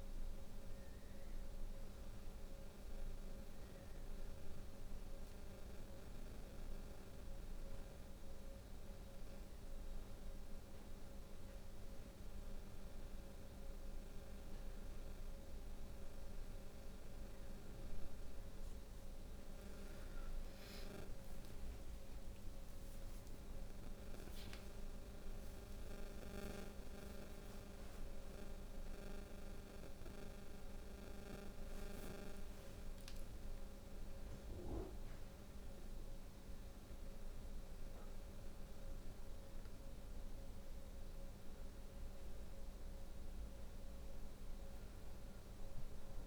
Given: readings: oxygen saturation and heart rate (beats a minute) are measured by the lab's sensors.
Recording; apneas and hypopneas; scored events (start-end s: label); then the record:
breathing in sleep, hard to hear, by a room microphone; 1
0.00-9.50 s: oxygen desaturation (device-marked, oxygen 91% lowest, heart rate 66 extreme)
3.00-16.50 s: hypopnea (oxygen 96% before, 88% lowest, heart rate 76 before, 66 extreme, up 52 after)
18.50-22.50 s: arousal
From the record:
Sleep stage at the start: N1 (lightest sleep); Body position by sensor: on the back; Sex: female